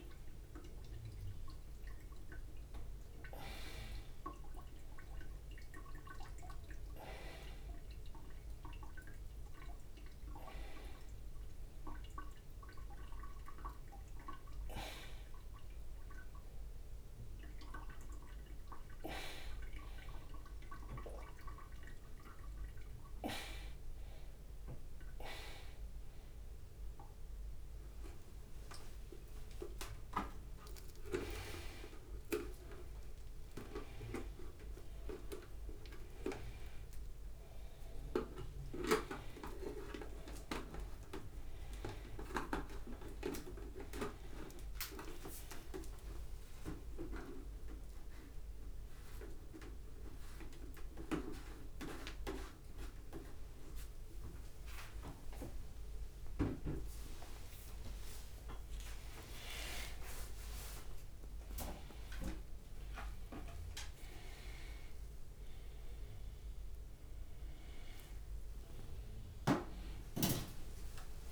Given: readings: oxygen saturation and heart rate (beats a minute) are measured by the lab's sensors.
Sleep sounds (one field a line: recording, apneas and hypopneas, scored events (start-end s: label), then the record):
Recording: a person awake in a sleep study, by a room microphone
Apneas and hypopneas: none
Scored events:
0.00-6.50 s: drop in pulse transit time (device-marked, heart rate 34 extreme)
0.00-8.50 s: bradycardia (device-marked, heart rate 27 extreme)
11.50-17.50 s: tachycardia (device-marked, heart rate 68 before, 102 extreme)
19.50-21.50 s: long interval between heartbeats (device-marked, heart rate 63 before, 94 extreme)
22.00-24.00 s: long interval between heartbeats (device-marked, heart rate 66 before, 94 extreme)
22.50-31.50 s: drop in pulse transit time (device-marked, heart rate 68 before, 94 extreme)
28.50-41.50 s: bradycardia (device-marked)
29.00-34.50 s: leg movement (device-marked)
34.00-36.00 s: long interval between heartbeats (device-marked, heart rate 87 before, 25 extreme)
45.00-47.00 s: long interval between heartbeats (device-marked, heart rate 56 before, 64 extreme)
48.50-54.50 s: bradycardia (device-marked)
50.50-51.50 s: drop in pulse transit time (device-marked, heart rate 47 before, 64 extreme)
54.50-60.50 s: drop in pulse transit time (device-marked, heart rate 46 before, 27 extreme)
56.00-58.00 s: long interval between heartbeats (device-marked, heart rate 46 before, 38 extreme)
59.00-61.00 s: long interval between heartbeats (device-marked, heart rate 48 before, 77 extreme)
60.50-71.32 s: bradycardia (device-marked)
63.50-64.50 s: drop in pulse transit time (device-marked, heart rate 57 before, 34 extreme)
66.50-67.50 s: leg movement (device-marked)
68.50-71.32 s: leg movement (device-marked)
From the record:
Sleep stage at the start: awake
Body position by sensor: upright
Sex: male